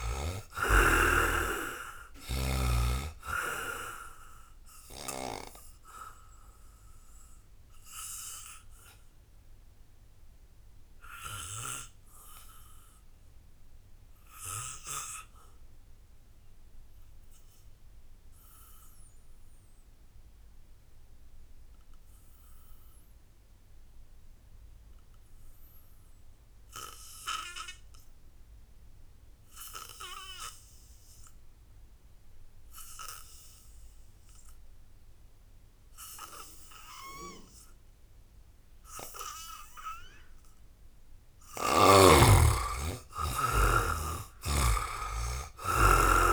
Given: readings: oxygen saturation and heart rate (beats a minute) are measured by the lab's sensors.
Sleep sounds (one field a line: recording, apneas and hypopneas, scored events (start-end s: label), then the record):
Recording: breathing in sleep by a room microphone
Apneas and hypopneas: 1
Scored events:
0.00-22.00 s: oxygen desaturation (device-marked, oxygen 71% lowest, heart rate 56 extreme)
4.50-39.50 s: obstructive apnea (oxygen 98% before, 71% lowest, heart rate 66 before, 56 extreme, up 17 after)
31.00-46.33 s: oxygen desaturation (device-marked, oxygen 98% before, 71% lowest, heart rate 78 before, 56 extreme)
41.00-45.00 s: arousal
From the record:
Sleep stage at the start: N2 (light sleep)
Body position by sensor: on the back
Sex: male